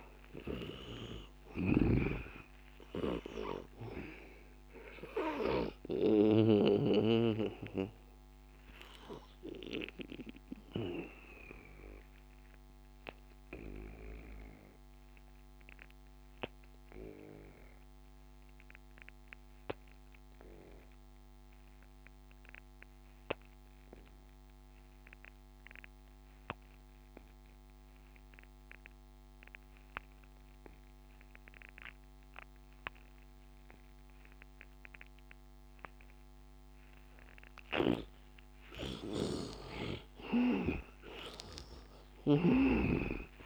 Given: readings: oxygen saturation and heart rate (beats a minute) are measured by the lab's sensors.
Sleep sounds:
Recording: breathing in sleep by a microphone on the trachea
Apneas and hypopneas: 1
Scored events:
0.00-7.00 s: snoring (device-marked)
0.00-21.50 s: oxygen desaturation (device-marked, oxygen 77% lowest, heart rate 74 extreme)
6.00-38.00 s: obstructive apnea (oxygen 99% before, 76% lowest, heart rate 82 before, 75 extreme, up 15 after)
34.50-43.46 s: oxygen desaturation (device-marked, oxygen 100% before, 76% lowest, heart rate 81 before, 76 extreme)
37.50-43.46 s: snoring (device-marked)
41.00-43.46 s: arousal
From the record:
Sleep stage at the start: N2 (light sleep)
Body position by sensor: on the back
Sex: male

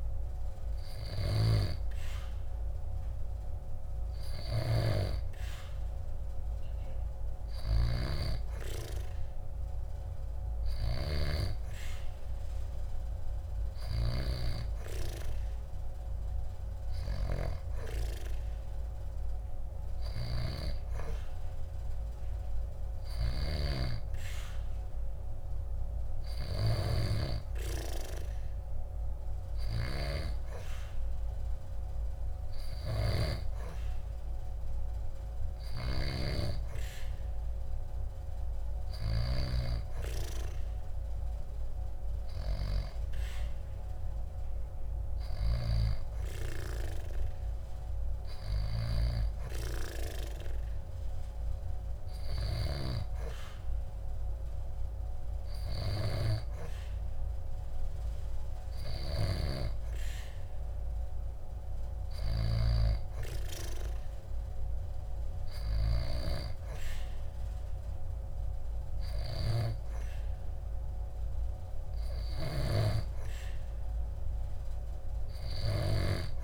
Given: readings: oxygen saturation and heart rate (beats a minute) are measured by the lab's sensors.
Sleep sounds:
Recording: breathing in sleep by a room microphone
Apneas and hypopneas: none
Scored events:
none scored
From the record:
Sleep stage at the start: N2 (light sleep)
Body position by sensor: on the back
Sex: female

